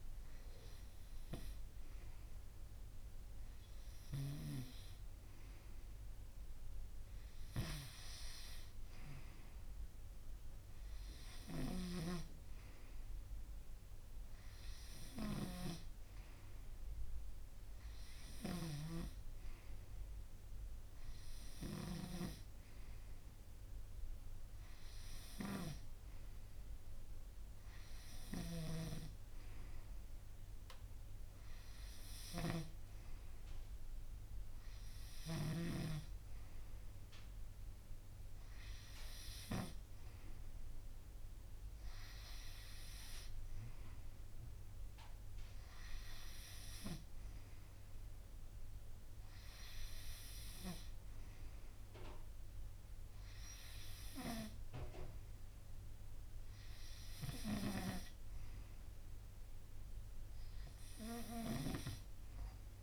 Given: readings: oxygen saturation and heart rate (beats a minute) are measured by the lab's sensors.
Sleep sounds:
breathing in sleep by a room microphone; none
19.00-23.00 s: snoring (device-marked)
29.00-36.50 s: snoring (device-marked)
From the record:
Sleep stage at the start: N2 (light sleep); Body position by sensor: on the right side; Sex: male

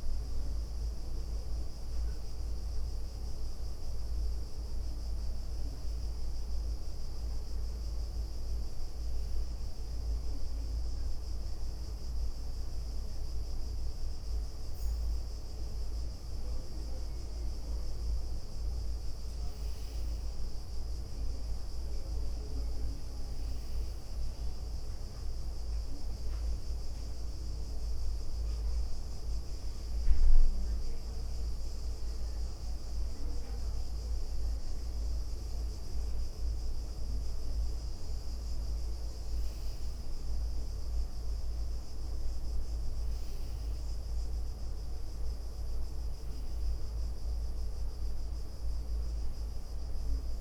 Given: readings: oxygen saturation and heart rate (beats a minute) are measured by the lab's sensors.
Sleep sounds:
breathing in sleep, hard to hear, by a room microphone; none
0.00-2.50 s: leg movement (device-marked)
11.00-21.00 s: leg movement (device-marked)
27.50-32.50 s: leg movement (device-marked)
34.00-36.00 s: leg movement (device-marked)
36.50-39.50 s: leg movement (device-marked)
40.50-43.00 s: leg movement (device-marked)
44.00-46.50 s: leg movement (device-marked)
47.50-49.00 s: leg movement (device-marked)
From the record:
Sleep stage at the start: N1 (lightest sleep); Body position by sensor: on the right side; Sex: female

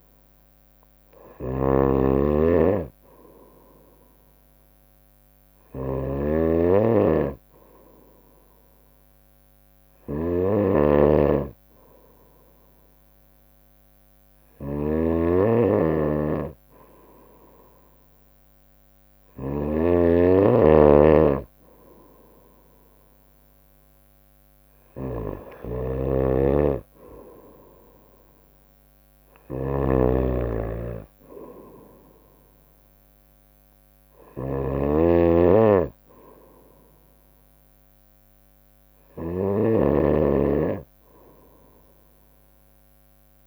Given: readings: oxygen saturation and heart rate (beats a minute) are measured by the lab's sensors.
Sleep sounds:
breathing in sleep by a microphone on the trachea; none
0.00-43.47 s: snoring (device-marked)
From the record:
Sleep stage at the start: N2 (light sleep); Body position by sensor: on the right side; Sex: female

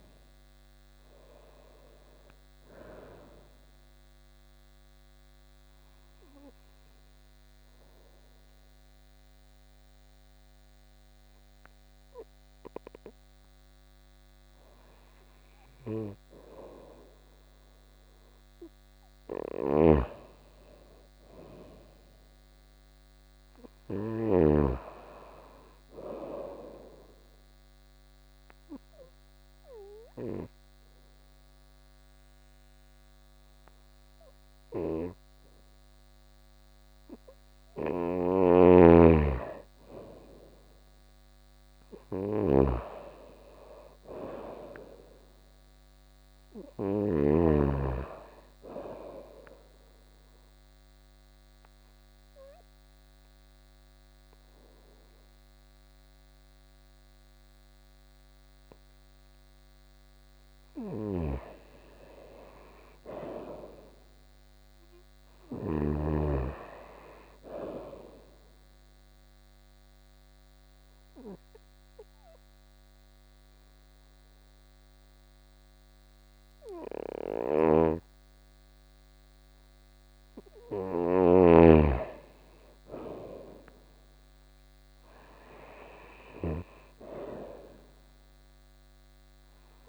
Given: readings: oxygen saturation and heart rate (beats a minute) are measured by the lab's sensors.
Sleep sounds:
breathing in sleep by a microphone on the trachea; 4
3.00-15.00 s: oxygen desaturation (device-marked, oxygen 97% before, 89% lowest, heart rate 82 before, 79 extreme)
3.00-16.50 s: obstructive apnea (oxygen 97% before, 89% lowest, heart rate 82 before, 79 extreme, up 2 after)
18.00-21.50 s: arousal
19.00-24.00 s: snoring (device-marked)
22.00-40.00 s: oxygen desaturation (device-marked, oxygen 97% before, 91% lowest, heart rate 80 before, 79 extreme)
27.00-38.50 s: obstructive apnea (oxygen 97% before, 91% lowest, heart rate 80 before, 79 extreme, up 2 after)
34.00-47.00 s: snoring (device-marked)
40.00-44.00 s: arousal
47.00-60.00 s: oxygen desaturation (device-marked, oxygen 96% before, 91% lowest, heart rate 81 before, 78 extreme)
49.00-61.00 s: mixed apnea (oxygen 97% before, 91% lowest, heart rate 81 before, 78 extreme, up 5 after)
60.50-65.50 s: snoring (device-marked)
62.50-65.50 s: arousal
68.50-79.50 s: mixed apnea (oxygen 96% before, 91% lowest, heart rate 83 before, 81 extreme, up 1 after)
69.00-83.00 s: oxygen desaturation (device-marked, oxygen 96% before, 91% lowest, heart rate 82 before, 81 extreme)
77.00-89.89 s: snoring (device-marked)
83.00-86.50 s: arousal
85.00-89.89 s: oxygen desaturation (device-marked, oxygen 97% before, 91% lowest, heart rate 81 before, 81 extreme)
From the record:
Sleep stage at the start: N2 (light sleep); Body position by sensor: on the right side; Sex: female

